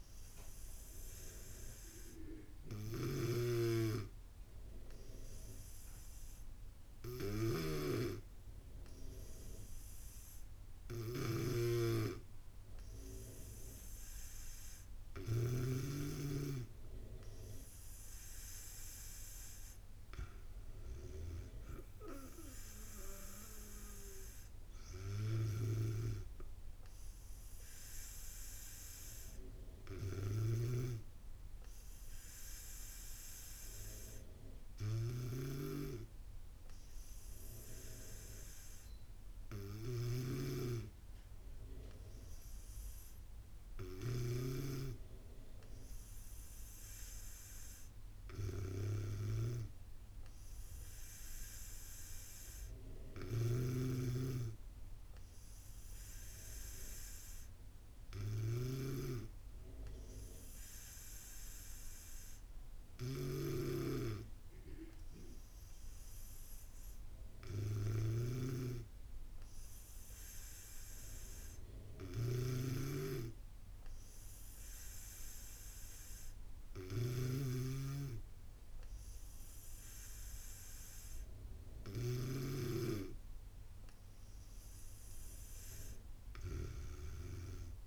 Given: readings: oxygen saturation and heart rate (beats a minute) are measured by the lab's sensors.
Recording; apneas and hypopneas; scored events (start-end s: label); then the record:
breathing in sleep by a room microphone; none
3.00-16.00 s: snoring (device-marked)
40.00-44.50 s: snoring (device-marked)
53.50-82.50 s: snoring (device-marked)
From the record:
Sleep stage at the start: N2 (light sleep); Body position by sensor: on the back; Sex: female